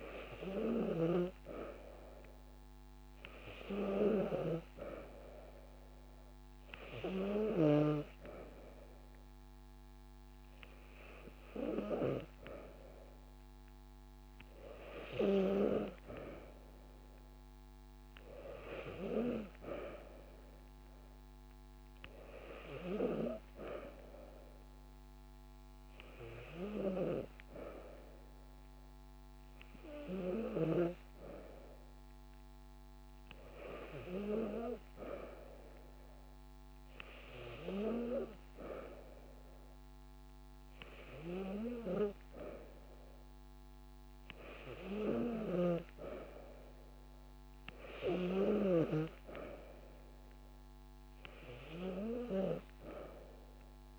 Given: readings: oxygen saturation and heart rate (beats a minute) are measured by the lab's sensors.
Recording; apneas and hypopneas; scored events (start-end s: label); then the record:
breathing in sleep by a microphone on the trachea; none
9.50-11.50 s: long interval between heartbeats (device-marked)
13.50-15.50 s: long interval between heartbeats (device-marked)
15.50-20.50 s: drop in pulse transit time (device-marked)
35.50-45.50 s: drop in pulse transit time (device-marked)
39.50-41.50 s: long interval between heartbeats (device-marked)
43.50-45.50 s: long interval between heartbeats (device-marked)
47.50-53.99 s: drop in pulse transit time (device-marked)
52.50-53.99 s: long interval between heartbeats (device-marked)
From the record:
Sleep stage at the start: N2 (light sleep); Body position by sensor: on the back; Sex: female